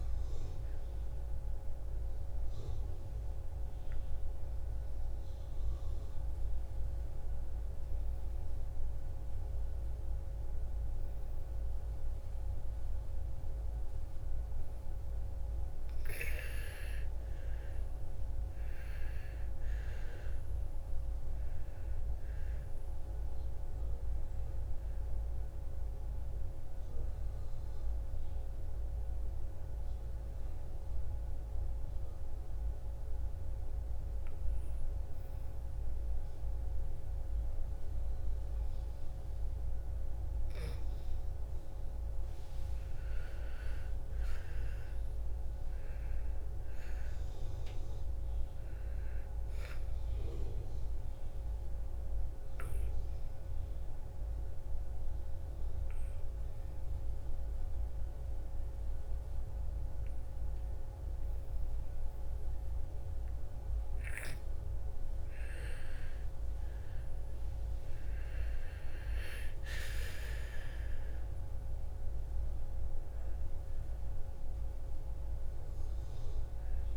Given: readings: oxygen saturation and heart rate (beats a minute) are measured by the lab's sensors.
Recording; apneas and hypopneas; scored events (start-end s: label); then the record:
breathing in sleep, hard to hear, by a room microphone; 3
0.00-9.00 s: oxygen desaturation (device-marked, oxygen 92% lowest, heart rate 55 extreme)
5.00-16.00 s: obstructive apnea (oxygen 98% before, 88% lowest, heart rate 59 before, 55 extreme, up 12 after)
16.50-21.00 s: arousal
21.00-35.00 s: oxygen desaturation (device-marked, oxygen 98% before, 88% lowest, heart rate 57 before, 55 extreme)
30.50-41.00 s: obstructive apnea (oxygen 98% before, 88% lowest, heart rate 61 before, 55 extreme, up 10 after)
42.00-46.50 s: arousal
52.00-62.00 s: oxygen desaturation (device-marked, oxygen 98% before, 92% lowest, heart rate 59 before, 54 extreme)
53.00-64.00 s: obstructive apnea (oxygen 98% before, 88% lowest, heart rate 59 before, 54 extreme, up 9 after)
65.00-70.00 s: arousal
72.00-76.97 s: oxygen desaturation (device-marked, oxygen 98% before, 90% lowest, heart rate 57 before, 55 extreme)
From the record:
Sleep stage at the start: N2 (light sleep); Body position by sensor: on the back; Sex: female